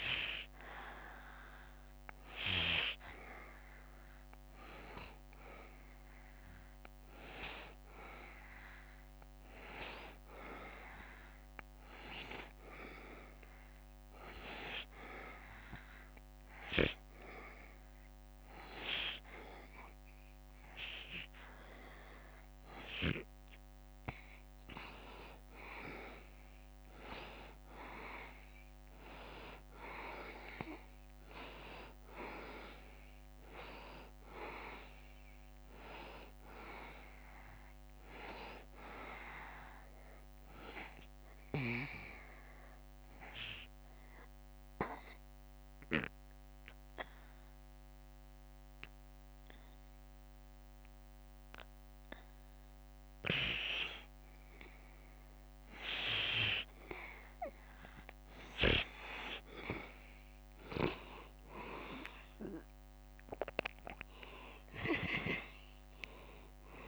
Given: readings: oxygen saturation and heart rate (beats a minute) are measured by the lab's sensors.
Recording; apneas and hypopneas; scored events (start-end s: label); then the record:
breathing in sleep by a microphone on the trachea; 2
0.00-5.00 s: oxygen desaturation (device-marked, oxygen 89% lowest, heart rate 72 extreme)
6.00-9.00 s: arousal
11.00-23.00 s: hypopnea (oxygen 95% before, 88% lowest, heart rate 74 before, 73 extreme, up 1 after)
25.50-30.00 s: arousal
42.50-54.00 s: obstructive apnea (oxygen 94% before, 88% lowest, heart rate 74 before, 71 extreme)
61.50-66.00 s: arousal
65.00-66.88 s: oxygen desaturation (device-marked, oxygen 94% before, 88% lowest, heart rate 72 before, 69 extreme)
From the record:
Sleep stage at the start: N2 (light sleep); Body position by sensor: on the back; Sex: male